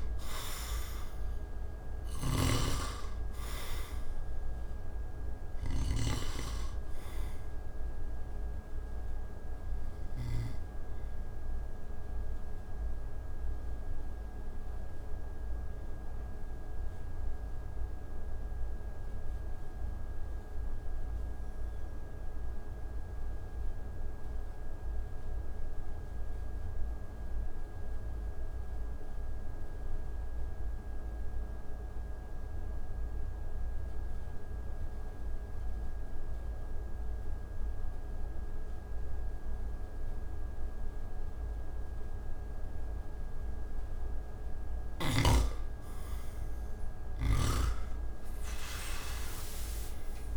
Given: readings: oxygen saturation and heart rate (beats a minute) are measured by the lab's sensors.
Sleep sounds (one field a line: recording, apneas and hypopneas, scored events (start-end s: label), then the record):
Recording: breathing in sleep by a room microphone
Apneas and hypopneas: 1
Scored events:
0.00-2.50 s: arousal
0.00-5.50 s: snoring (device-marked)
0.00-25.00 s: oxygen desaturation (device-marked, oxygen 83% lowest)
11.50-44.00 s: obstructive apnea (oxygen 98% before, 78% lowest)
43.00-50.37 s: oxygen desaturation (device-marked, oxygen 97% before, 87% lowest)
44.50-50.37 s: snoring (device-marked)
47.50-50.37 s: arousal
From the record:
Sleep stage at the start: N2 (light sleep)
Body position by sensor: on the back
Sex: male